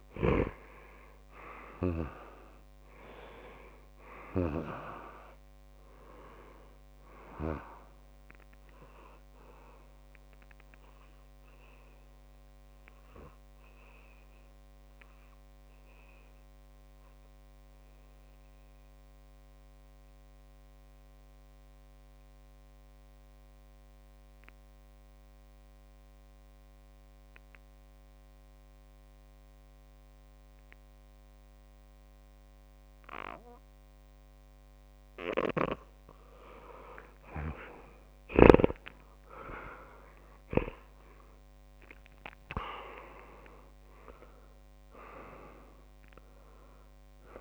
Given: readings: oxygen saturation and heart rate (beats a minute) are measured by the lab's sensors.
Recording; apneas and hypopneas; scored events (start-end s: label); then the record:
breathing in sleep by a microphone on the trachea; 1
4.00-6.00 s: long interval between heartbeats (device-marked)
12.50-36.00 s: obstructive apnea (oxygen 100% before, 93% lowest)
22.50-30.50 s: oxygen desaturation (device-marked, oxygen 98% before, 94% lowest)
28.50-30.50 s: long interval between heartbeats (device-marked)
38.00-41.50 s: arousal
41.50-47.41 s: oxygen desaturation (device-marked, oxygen 99% before, 95% lowest)
From the record:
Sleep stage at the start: N2 (light sleep); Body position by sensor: on the back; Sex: male